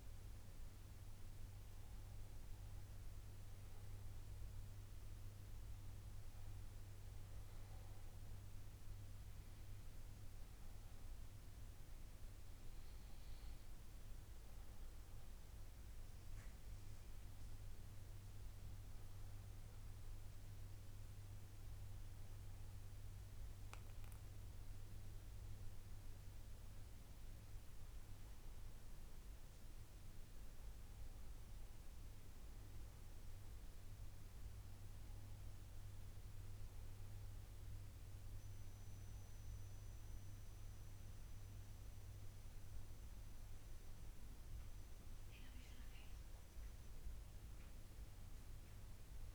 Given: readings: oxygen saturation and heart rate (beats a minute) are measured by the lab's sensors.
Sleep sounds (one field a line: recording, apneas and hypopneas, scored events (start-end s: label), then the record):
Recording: breathing in sleep, hard to hear, by a room microphone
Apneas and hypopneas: 1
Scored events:
9.50-21.50 s: hypopnea (oxygen 94% before, 93% lowest, heart rate 79 before, 75 extreme, up 1 after)
24.50-28.00 s: arousal
From the record:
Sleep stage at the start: N2 (light sleep)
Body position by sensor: on the back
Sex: male